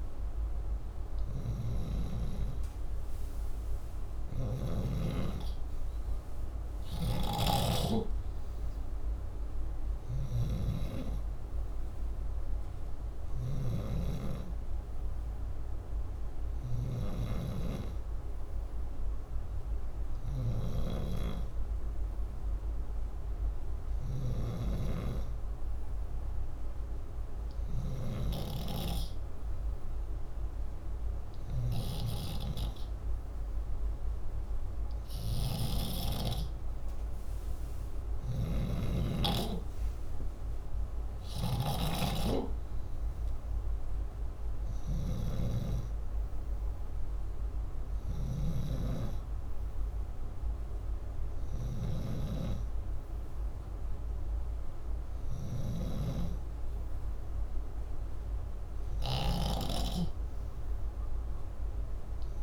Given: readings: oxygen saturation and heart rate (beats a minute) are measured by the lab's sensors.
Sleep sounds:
breathing in sleep by a room microphone; none
0.00-4.50 s: snoring (device-marked)
0.00-12.00 s: oxygen desaturation (device-marked, oxygen 92% lowest, heart rate 62 extreme)
6.50-13.50 s: snoring (device-marked)
23.50-35.50 s: snoring (device-marked)
37.50-62.43 s: snoring (device-marked)
From the record:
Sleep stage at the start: N2 (light sleep); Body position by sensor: upright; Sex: male

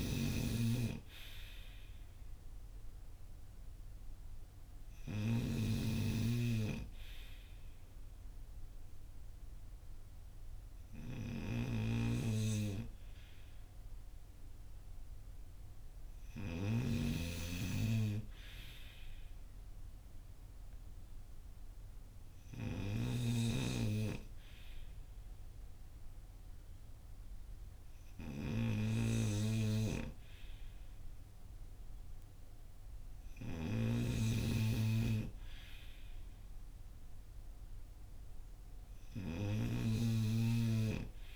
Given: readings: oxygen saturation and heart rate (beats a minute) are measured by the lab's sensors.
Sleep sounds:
breathing in sleep by a room microphone; none
0.00-5.00 s: snoring (device-marked)
11.00-16.50 s: snoring (device-marked)
22.50-41.36 s: snoring (device-marked)
From the record:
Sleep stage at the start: N2 (light sleep); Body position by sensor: on the front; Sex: male

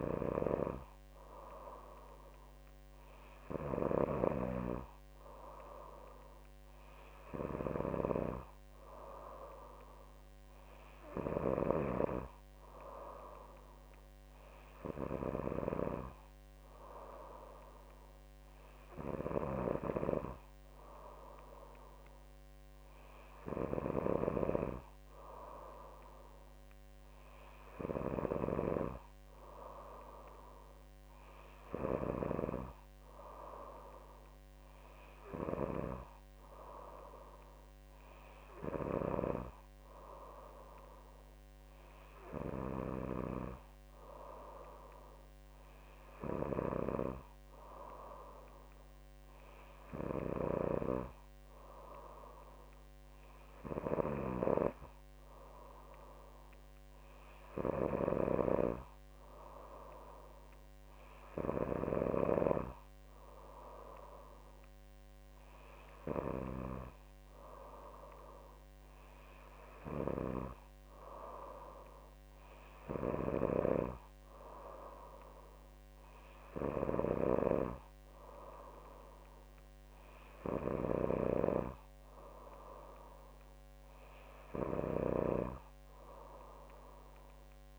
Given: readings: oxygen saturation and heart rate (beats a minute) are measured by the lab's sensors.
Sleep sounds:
breathing in sleep by a microphone on the trachea; none
19.00-28.50 s: snoring (device-marked)
From the record:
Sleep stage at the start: N3 (deep sleep); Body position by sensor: on the back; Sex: female

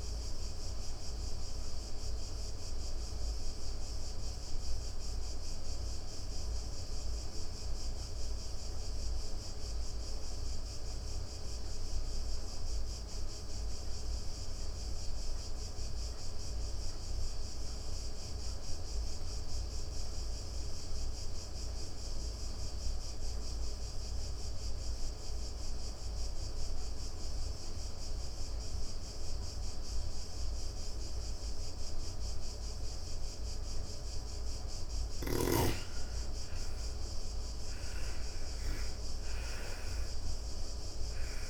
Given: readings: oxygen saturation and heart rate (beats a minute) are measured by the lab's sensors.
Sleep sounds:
breathing in sleep, hard to hear, by a room microphone; 1
0.00-13.00 s: oxygen desaturation (device-marked, oxygen 80% lowest)
0.50-33.00 s: obstructive apnea (oxygen 96% before, 80% lowest)
26.00-41.50 s: oxygen desaturation (device-marked, oxygen 99% before, 81% lowest)
34.50-40.00 s: arousal
From the record:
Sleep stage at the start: N2 (light sleep); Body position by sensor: on the back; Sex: female

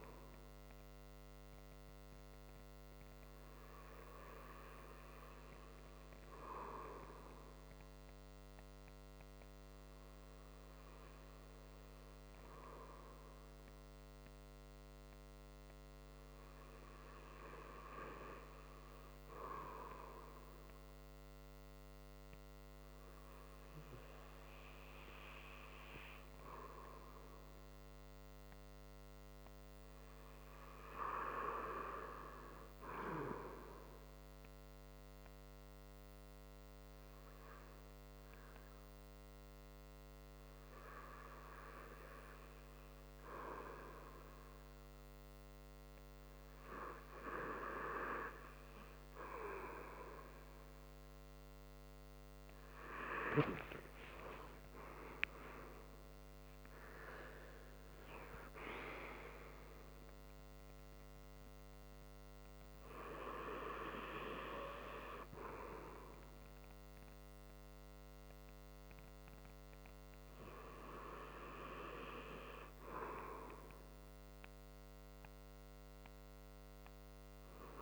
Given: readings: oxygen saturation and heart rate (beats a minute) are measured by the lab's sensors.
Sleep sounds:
a person partly awake in a sleep study, by a microphone on the trachea; 1
2.50-77.82 s: new sleep stage, N2 (light sleep)
7.50-30.50 s: hypopnea (oxygen 97% before, 92% lowest)
33.00-36.00 s: arousal
53.50-58.00 s: arousal
From the record:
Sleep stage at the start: awake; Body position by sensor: on the right side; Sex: male

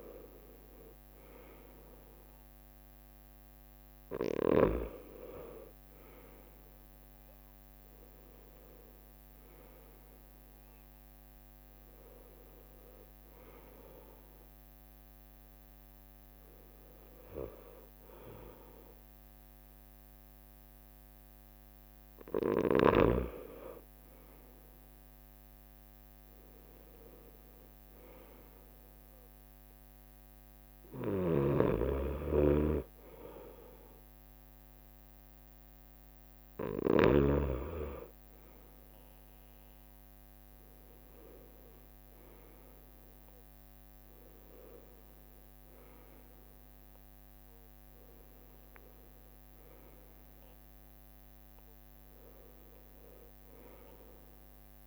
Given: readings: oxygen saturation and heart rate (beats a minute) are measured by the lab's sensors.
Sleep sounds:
breathing in sleep by a microphone on the trachea; none
0.00-1.50 s: leg movement (device-marked)
0.00-8.00 s: drop in pulse transit time (device-marked, heart rate 65 extreme)
6.00-11.00 s: arousal
6.50-9.00 s: leg movement (device-marked)
26.00-29.50 s: leg movement (device-marked)
31.00-37.50 s: snoring (device-marked)
42.50-47.00 s: arousal
48.00-52.00 s: leg movement (device-marked)
From the record:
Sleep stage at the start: N2 (light sleep); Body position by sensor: on the right side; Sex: male

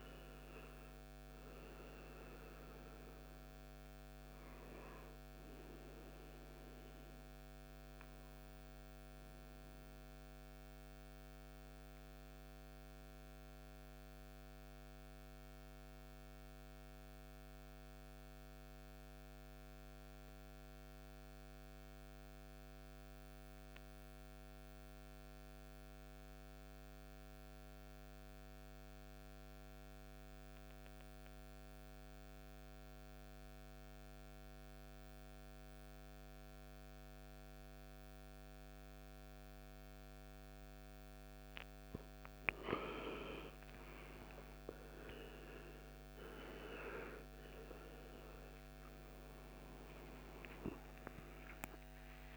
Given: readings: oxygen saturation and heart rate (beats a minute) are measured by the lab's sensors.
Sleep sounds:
breathing in sleep by a microphone on the trachea; 1
0.00-20.50 s: oxygen desaturation (device-marked, oxygen 89% lowest, heart rate 53 extreme)
12.00-41.00 s: obstructive apnea (oxygen 99% before, 85% lowest, heart rate 63 before, 53 extreme, up 18 after)
35.50-52.37 s: oxygen desaturation (device-marked, oxygen 98% before, 85% lowest, heart rate 56 before, 53 extreme)
48.00-52.37 s: arousal
From the record:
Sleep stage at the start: N2 (light sleep); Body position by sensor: on the right side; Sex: male

